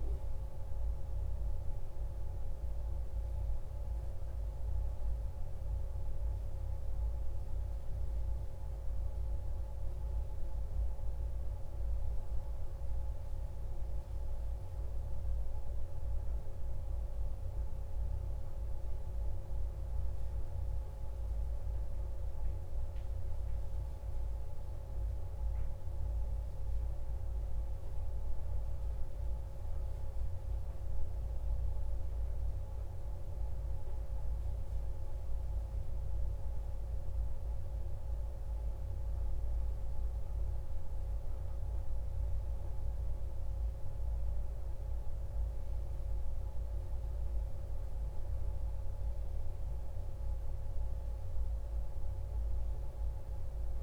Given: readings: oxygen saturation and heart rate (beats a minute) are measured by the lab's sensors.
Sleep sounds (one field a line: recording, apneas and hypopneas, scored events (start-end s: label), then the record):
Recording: breathing in sleep, hard to hear, by a room microphone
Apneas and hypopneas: none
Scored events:
none scored
From the record:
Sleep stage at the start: N1 (lightest sleep)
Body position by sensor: on the back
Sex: male